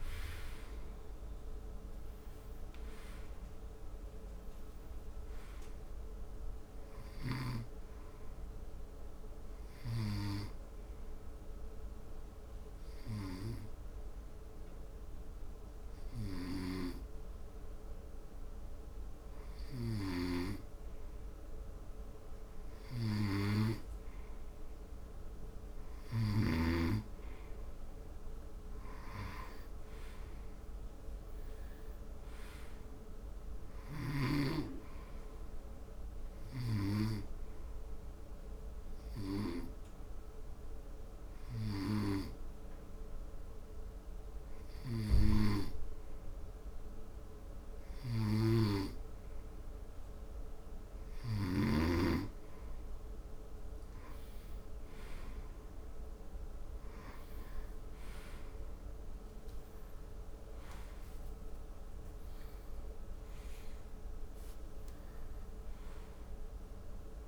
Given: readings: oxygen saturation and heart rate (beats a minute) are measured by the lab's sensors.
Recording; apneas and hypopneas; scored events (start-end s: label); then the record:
breathing in sleep by a room microphone; 2
0.00-1.00 s: arousal
7.50-24.00 s: hypopnea (oxygen 92% before, 91% lowest, heart rate 78 before, 74 extreme, up 4 after)
27.00-31.00 s: arousal
34.50-50.00 s: hypopnea (oxygen 97% before, 91% lowest, heart rate 75 before, 73 extreme, up 4 after)
34.50-53.50 s: oxygen desaturation (device-marked, oxygen 97% before, 91% lowest, heart rate 75 before, 72 extreme)
52.50-57.50 s: arousal
From the record:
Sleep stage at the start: N2 (light sleep); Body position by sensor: on the front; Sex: male